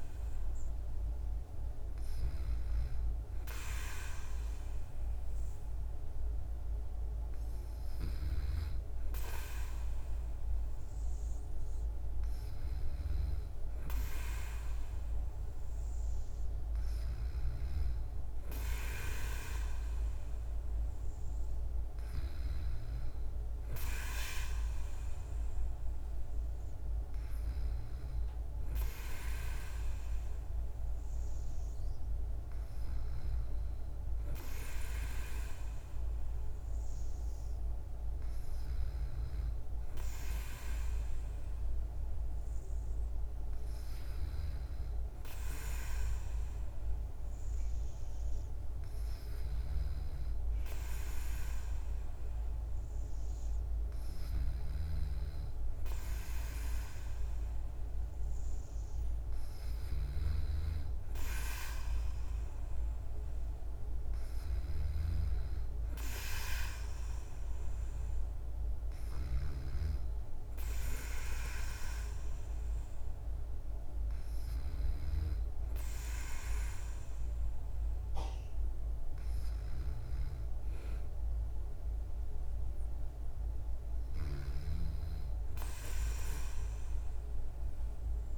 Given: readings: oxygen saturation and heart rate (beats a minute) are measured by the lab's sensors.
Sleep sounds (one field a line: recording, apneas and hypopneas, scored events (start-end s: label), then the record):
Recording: breathing in sleep by a room microphone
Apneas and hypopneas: none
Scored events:
none scored
From the record:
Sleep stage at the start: N2 (light sleep)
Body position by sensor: on the back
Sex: female